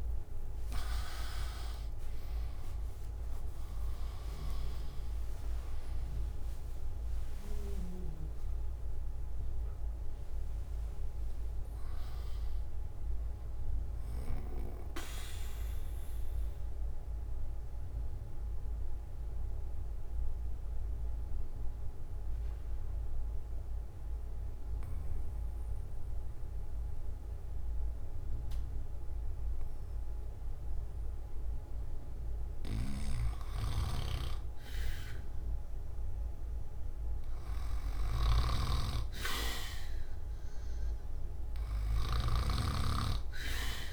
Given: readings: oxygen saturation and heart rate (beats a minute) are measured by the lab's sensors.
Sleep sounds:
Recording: breathing in sleep by a room microphone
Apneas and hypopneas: 1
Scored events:
5.00-19.00 s: oxygen desaturation (device-marked, oxygen 99% before, 95% lowest)
15.00-32.50 s: obstructive apnea (oxygen 99% before, 94% lowest)
32.50-43.93 s: snoring (device-marked)
40.00-43.93 s: oxygen desaturation (device-marked, oxygen 100% before, 94% lowest)
From the record:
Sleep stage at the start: N3 (deep sleep)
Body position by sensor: on the back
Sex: male

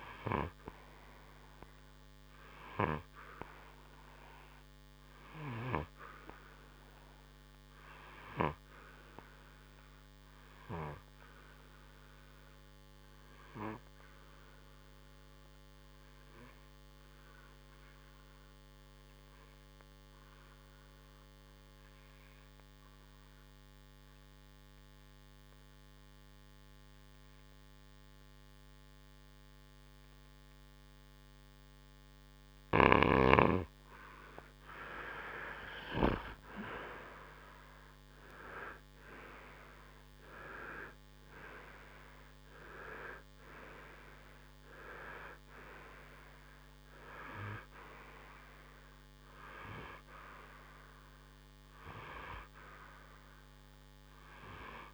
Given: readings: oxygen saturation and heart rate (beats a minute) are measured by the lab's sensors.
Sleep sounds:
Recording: breathing in sleep by a microphone on the trachea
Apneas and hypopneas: 1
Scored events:
0.50-19.50 s: oxygen desaturation (device-marked, oxygen 95% before, 90% lowest, heart rate 65 before, 58 extreme)
11.50-32.50 s: obstructive apnea (oxygen 97% before, 90% lowest, heart rate 65 before, 58 extreme, up 9 after)
35.00-39.00 s: arousal
39.50-53.50 s: oxygen desaturation (device-marked, oxygen 96% before, 92% lowest, heart rate 62 before, 57 extreme)
From the record:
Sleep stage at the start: N2 (light sleep)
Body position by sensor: on the right side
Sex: male

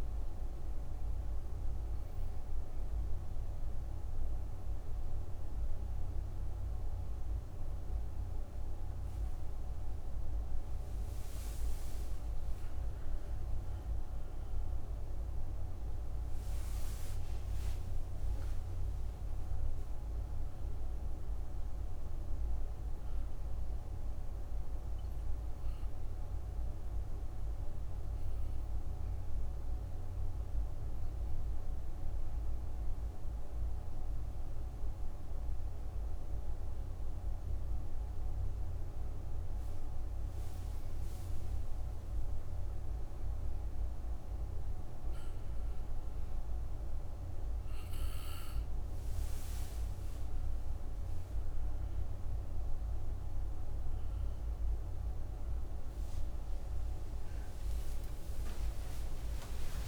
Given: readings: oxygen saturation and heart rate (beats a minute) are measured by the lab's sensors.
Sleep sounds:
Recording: breathing in sleep, hard to hear, by a room microphone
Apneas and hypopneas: 2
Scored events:
0.50-11.50 s: obstructive apnea (oxygen 98% before, 91% lowest)
13.00-18.00 s: arousal
26.50-40.50 s: obstructive apnea (oxygen 97% before, 89% lowest)
51.50-59.88 s: new sleep stage, awake
From the record:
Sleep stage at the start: N2 (light sleep)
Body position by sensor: on the back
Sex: female

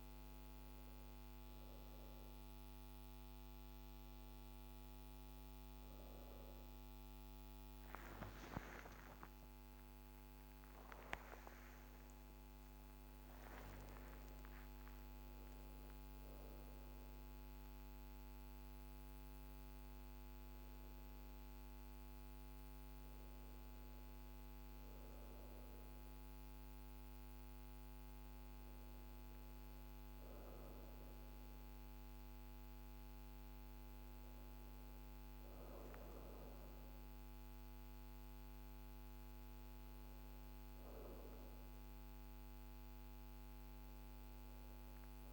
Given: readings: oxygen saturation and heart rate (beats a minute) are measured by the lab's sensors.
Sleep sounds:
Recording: breathing in sleep, hard to hear, by a microphone on the trachea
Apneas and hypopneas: none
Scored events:
7.00-10.50 s: arousal
From the record:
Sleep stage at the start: N2 (light sleep)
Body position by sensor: on the right side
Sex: female

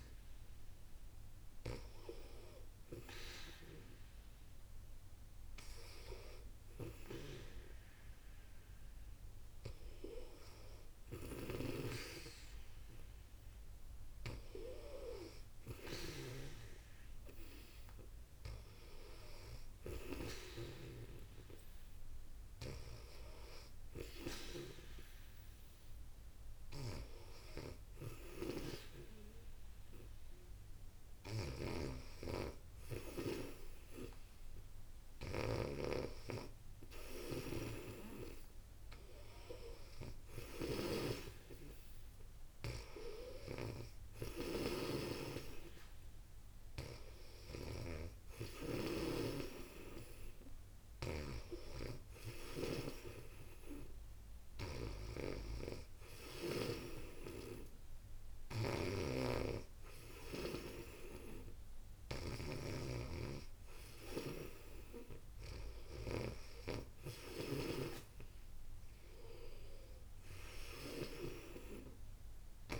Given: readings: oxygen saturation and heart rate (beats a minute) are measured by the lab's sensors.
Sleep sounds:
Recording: breathing in sleep by a room microphone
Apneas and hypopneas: none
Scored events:
11.00-20.00 s: snoring (device-marked)
27.00-66.00 s: snoring (device-marked)
From the record:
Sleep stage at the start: N2 (light sleep)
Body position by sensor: on the back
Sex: female

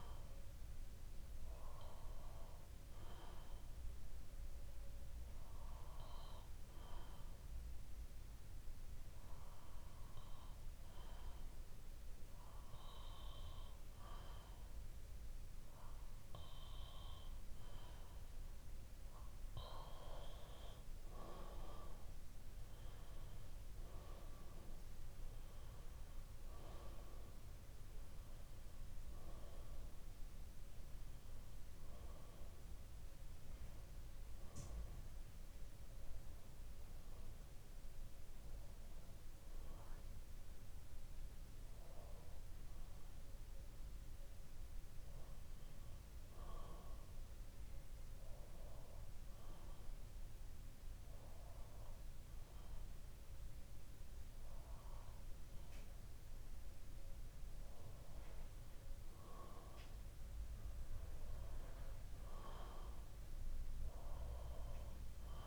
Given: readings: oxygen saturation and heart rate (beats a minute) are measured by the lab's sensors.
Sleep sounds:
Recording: breathing in sleep by a room microphone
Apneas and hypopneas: 2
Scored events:
0.00-2.50 s: bradycardia (device-marked, heart rate 60 extreme)
2.50-18.50 s: obstructive apnea (oxygen 94% before, 92% lowest, heart rate 62 before, 61 extreme, up 8 after)
20.00-23.50 s: arousal
48.00-58.50 s: obstructive apnea (oxygen 94% before, 92% lowest, heart rate 63 before, 59 extreme, up 3 after)
61.50-65.47 s: arousal
From the record:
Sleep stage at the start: N2 (light sleep)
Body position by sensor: on the back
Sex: male

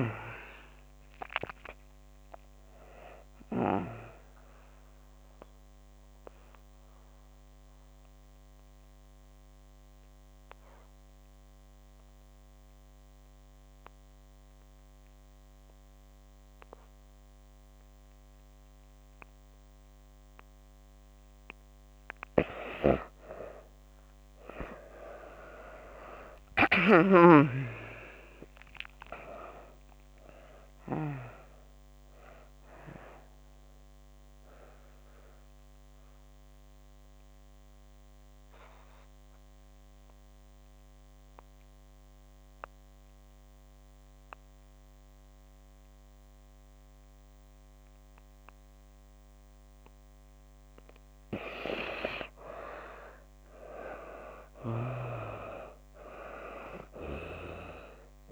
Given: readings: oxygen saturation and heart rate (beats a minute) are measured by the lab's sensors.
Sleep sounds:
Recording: breathing in sleep by a microphone on the trachea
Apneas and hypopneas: 2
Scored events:
0.00-21.50 s: oxygen desaturation (device-marked, oxygen 70% lowest)
5.50-20.50 s: obstructive apnea (oxygen 98% before, 70% lowest)
23.50-27.50 s: arousal
27.50-53.50 s: oxygen desaturation (device-marked, oxygen 97% before, 78% lowest)
34.00-52.00 s: obstructive apnea (oxygen 97% before, 76% lowest)
54.00-56.50 s: arousal
55.50-58.32 s: oxygen desaturation (device-marked, oxygen 97% before, 80% lowest)
From the record:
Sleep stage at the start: N2 (light sleep)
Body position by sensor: on the back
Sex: female

